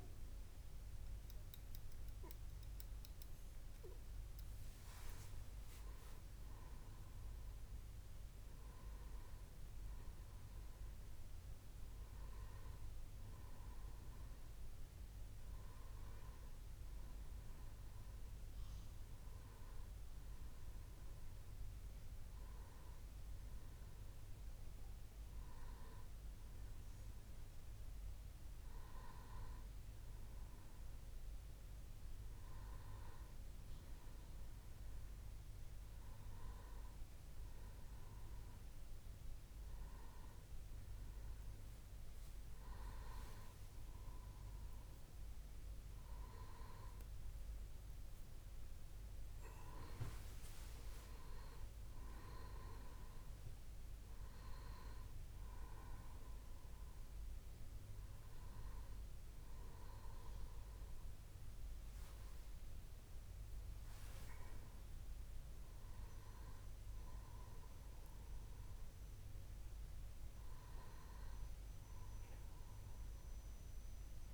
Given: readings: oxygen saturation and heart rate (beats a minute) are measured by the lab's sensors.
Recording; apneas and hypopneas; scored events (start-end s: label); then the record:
breathing in sleep by a room microphone; none
none scored
From the record:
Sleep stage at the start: N1 (lightest sleep); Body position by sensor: on the back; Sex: male